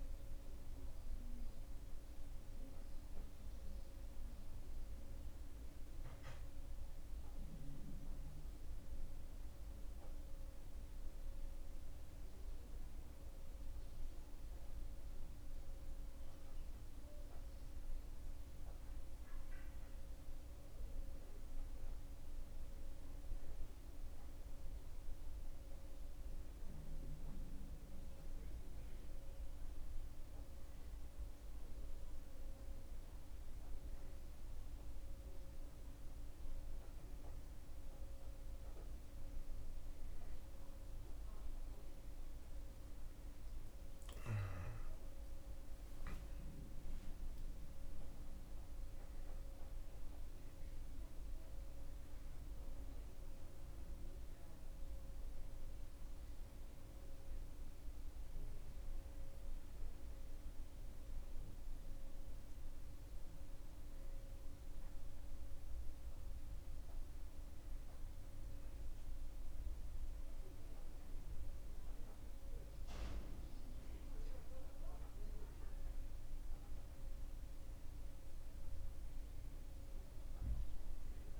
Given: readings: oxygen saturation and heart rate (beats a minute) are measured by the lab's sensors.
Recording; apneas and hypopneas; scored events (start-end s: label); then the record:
breathing in sleep, hard to hear, by a room microphone; none
none scored
From the record:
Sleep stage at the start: N1 (lightest sleep); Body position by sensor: on the back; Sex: male